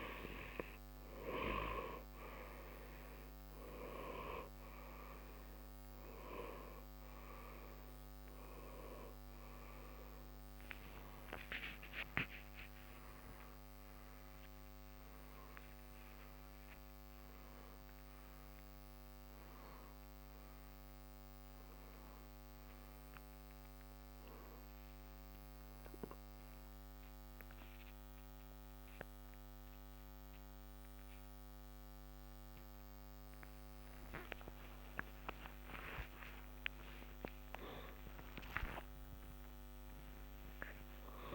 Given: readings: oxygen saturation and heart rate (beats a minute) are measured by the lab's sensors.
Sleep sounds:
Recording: a person awake in a sleep study, by a microphone on the trachea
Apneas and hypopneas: none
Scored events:
28.50-41.35 s: new sleep stage, N1 (lightest sleep)
From the record:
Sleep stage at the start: awake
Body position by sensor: on the back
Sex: male

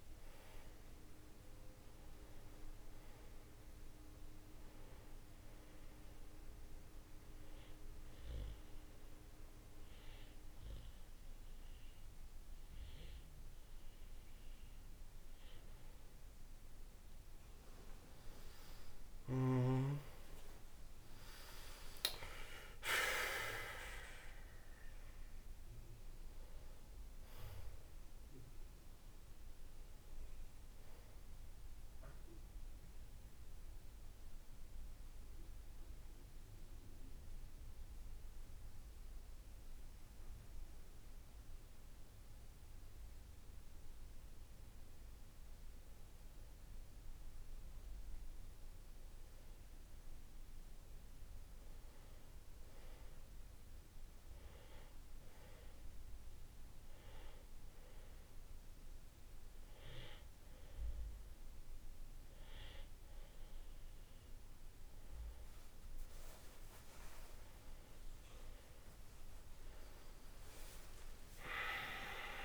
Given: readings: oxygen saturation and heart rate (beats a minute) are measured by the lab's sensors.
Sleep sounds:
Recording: breathing in sleep by a room microphone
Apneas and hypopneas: 3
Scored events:
5.50-15.50 s: obstructive apnea (oxygen 96% before, 92% lowest, heart rate 60 before, 56 extreme, up 13 after)
18.00-23.50 s: arousal
24.00-41.00 s: oxygen desaturation (device-marked, oxygen 96% before, 92% lowest, heart rate 61 before, 54 extreme)
35.00-46.50 s: central apnea (oxygen 96% before, 92% lowest, heart rate 64 before, 54 extreme, up 8 after)
49.50-53.00 s: arousal
54.00-66.00 s: oxygen desaturation (device-marked, oxygen 98% before, 92% lowest, heart rate 58 before, 55 extreme)
58.00-68.00 s: hypopnea (oxygen 99% before, 88% lowest, heart rate 59 before, 56 extreme, up 18 after)
From the record:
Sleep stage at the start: N2 (light sleep)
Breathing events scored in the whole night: 226 in 5.2 hours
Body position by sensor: on the right side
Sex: male

